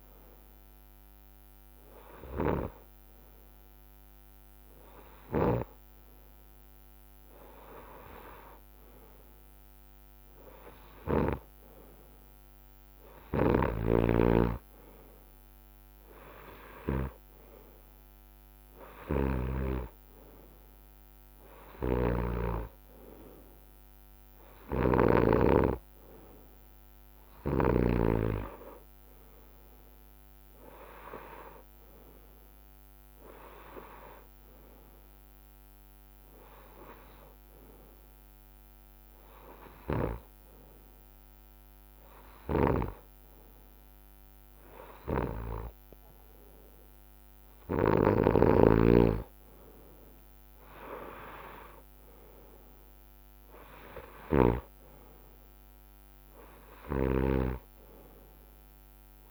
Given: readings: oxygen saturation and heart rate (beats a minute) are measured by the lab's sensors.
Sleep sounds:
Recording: breathing in sleep by a microphone on the trachea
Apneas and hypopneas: none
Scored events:
8.00-17.00 s: drop in pulse transit time (device-marked, heart rate 64 before, 63 extreme)
From the record:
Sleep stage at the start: N2 (light sleep)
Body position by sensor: on the right side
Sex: male

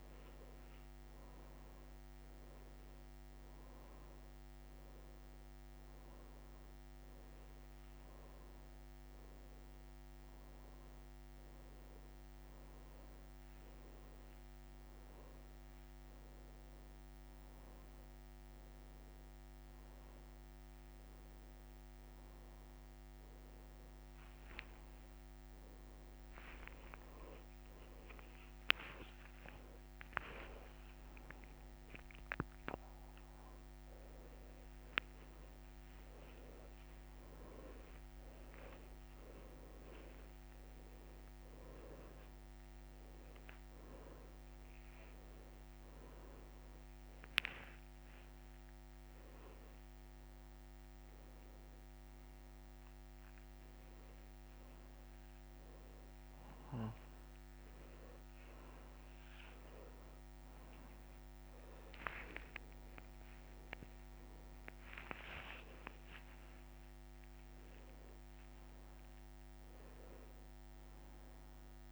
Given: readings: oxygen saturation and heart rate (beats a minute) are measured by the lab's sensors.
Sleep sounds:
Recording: a person awake in a sleep study, by a microphone on the trachea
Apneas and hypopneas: none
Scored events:
none scored
From the record:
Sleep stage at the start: awake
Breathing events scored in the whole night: 319 in 4.1 hours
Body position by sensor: on the back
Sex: male

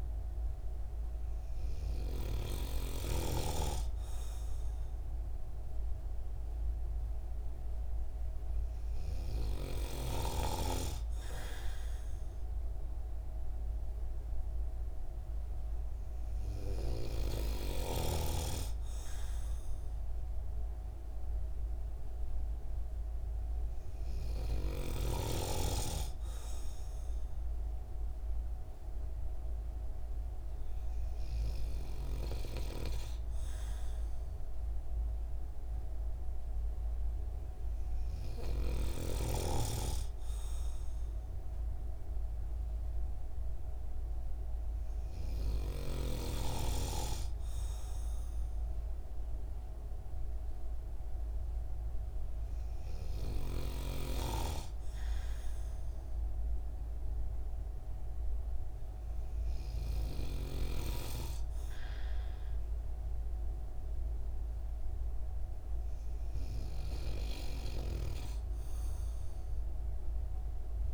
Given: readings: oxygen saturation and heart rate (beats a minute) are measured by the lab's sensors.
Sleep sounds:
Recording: breathing in sleep by a room microphone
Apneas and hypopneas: none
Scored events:
none scored
From the record:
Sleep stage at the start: N2 (light sleep)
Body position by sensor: on the right side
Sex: male

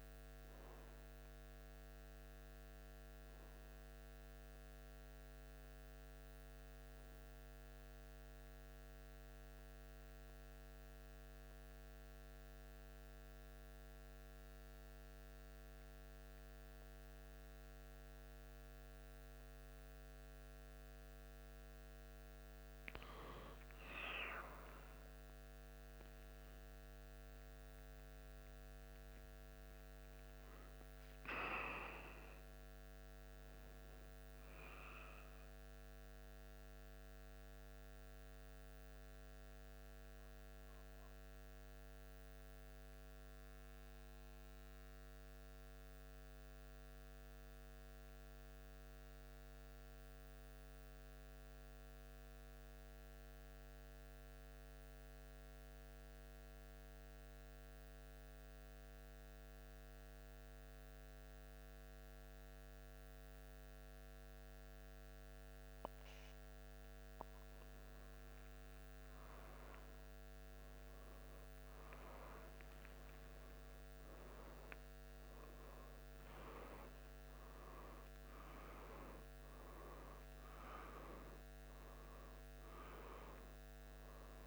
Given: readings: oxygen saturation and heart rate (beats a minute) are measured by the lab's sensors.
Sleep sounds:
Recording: breathing in sleep by a microphone on the trachea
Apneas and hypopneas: 2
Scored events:
7.50-22.00 s: central apnea (oxygen 96% before, 90% lowest, heart rate 76 before, 72 extreme, up 2 after)
21.00-38.00 s: oxygen desaturation (device-marked, oxygen 95% before, 91% lowest, heart rate 74 before, 72 extreme)
24.00-28.50 s: arousal
37.00-66.50 s: central apnea (oxygen 95% before, 90% lowest, heart rate 76 before, 75 extreme, up 1 after)
57.00-84.46 s: new sleep stage, N2 (light sleep)
69.50-75.50 s: arousal
81.00-84.46 s: oxygen desaturation (device-marked, oxygen 96% before, 93% lowest, heart rate 76 before, 73 extreme)
From the record:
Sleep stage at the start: N1 (lightest sleep)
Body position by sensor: on the back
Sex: male

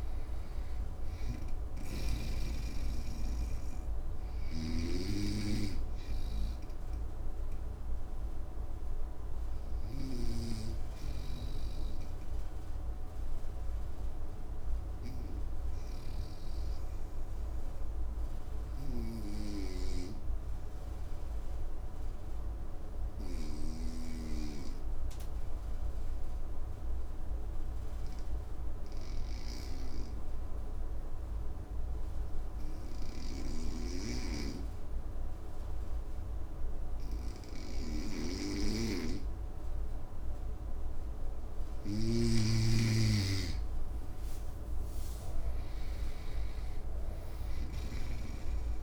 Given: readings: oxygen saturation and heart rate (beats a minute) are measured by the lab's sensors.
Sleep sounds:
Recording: breathing in sleep by a room microphone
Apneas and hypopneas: 1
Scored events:
0.00-5.00 s: oxygen desaturation (device-marked, oxygen 96% lowest, heart rate 54 extreme)
0.00-10.00 s: snoring (device-marked)
4.50-41.00 s: obstructive apnea (oxygen 99% before, 94% lowest, heart rate 59 before, 54 extreme, up 8 after)
7.00-25.00 s: oxygen desaturation (device-marked, oxygen 97% before, 94% lowest, heart rate 60 before, 54 extreme)
33.00-47.50 s: snoring (device-marked)
42.50-48.00 s: arousal
From the record:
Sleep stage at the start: N2 (light sleep)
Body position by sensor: on the right side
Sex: male

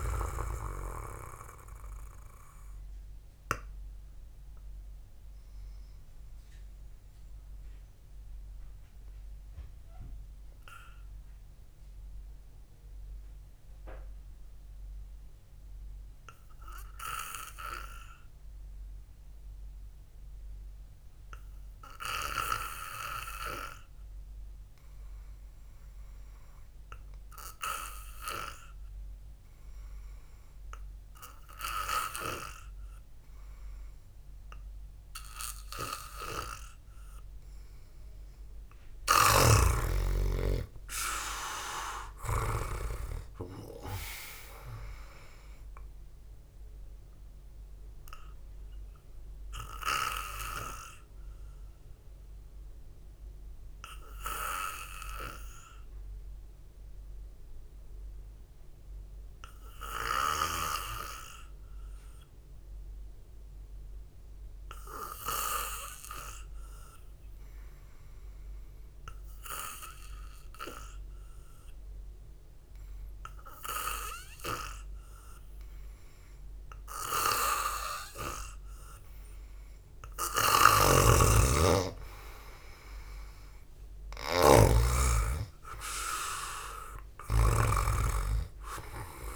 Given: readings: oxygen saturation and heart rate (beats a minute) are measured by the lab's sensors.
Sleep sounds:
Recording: breathing in sleep by a room microphone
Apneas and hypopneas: 2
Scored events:
5.50-26.00 s: obstructive apnea (oxygen 98% before, 91% lowest, heart rate 59 before, 52 extreme)
16.50-22.50 s: oxygen desaturation (device-marked, oxygen 94% before, 91% lowest, heart rate 59 before, 52 extreme)
28.00-31.50 s: arousal
36.50-40.00 s: snoring (device-marked)
48.50-68.00 s: obstructive apnea (oxygen 98% before, 92% lowest, heart rate 56 before, 51 extreme)
71.00-74.50 s: arousal
81.00-88.00 s: snoring (device-marked)
84.50-89.36 s: oxygen desaturation (device-marked, oxygen 97% before, 93% lowest, heart rate 57 before, 52 extreme)
From the record:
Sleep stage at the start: N2 (light sleep)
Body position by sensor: on the back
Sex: male

